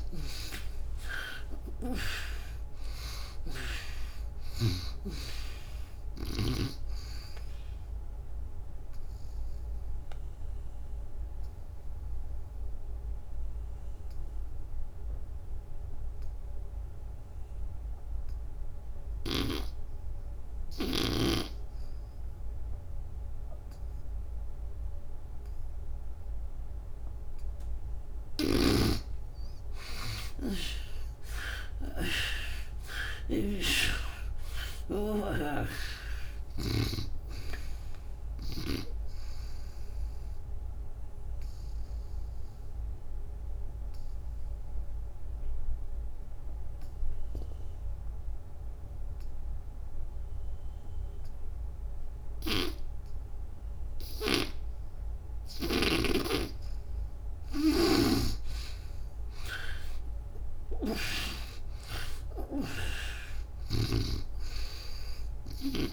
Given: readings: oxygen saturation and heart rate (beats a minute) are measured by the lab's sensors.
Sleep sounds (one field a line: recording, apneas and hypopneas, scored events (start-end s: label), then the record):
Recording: breathing in sleep by a room microphone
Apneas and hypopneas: 2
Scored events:
0.00-3.50 s: arousal
0.00-4.50 s: snoring (device-marked)
5.00-18.00 s: oxygen desaturation (device-marked, oxygen 96% before, 79% lowest, heart rate 68 before, 63 extreme)
7.50-27.00 s: obstructive apnea (oxygen 96% before, 77% lowest, heart rate 69 before, 63 extreme, up 34 after)
27.50-36.50 s: snoring (device-marked)
30.00-33.50 s: arousal
34.00-51.00 s: oxygen desaturation (device-marked, oxygen 95% before, 77% lowest, heart rate 68 before, 61 extreme)
38.50-55.50 s: obstructive apnea (oxygen 96% before, 75% lowest, heart rate 76 before, 61 extreme, up 22 after)
59.50-63.00 s: arousal
60.00-63.50 s: snoring (device-marked)
From the record:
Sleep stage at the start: N2 (light sleep)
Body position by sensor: on the back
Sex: female